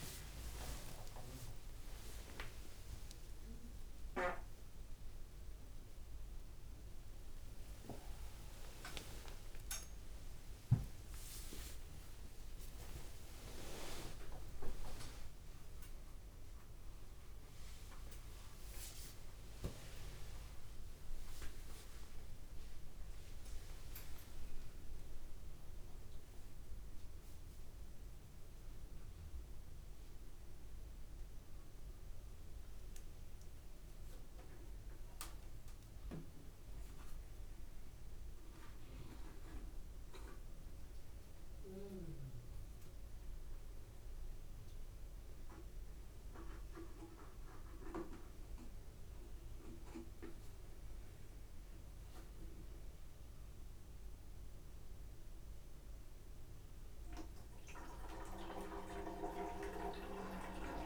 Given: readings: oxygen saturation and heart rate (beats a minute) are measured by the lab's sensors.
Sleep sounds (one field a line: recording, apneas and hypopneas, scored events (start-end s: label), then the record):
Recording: a person awake in a sleep study, by a room microphone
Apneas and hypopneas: none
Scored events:
none scored
From the record:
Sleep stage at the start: awake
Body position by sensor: upright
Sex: male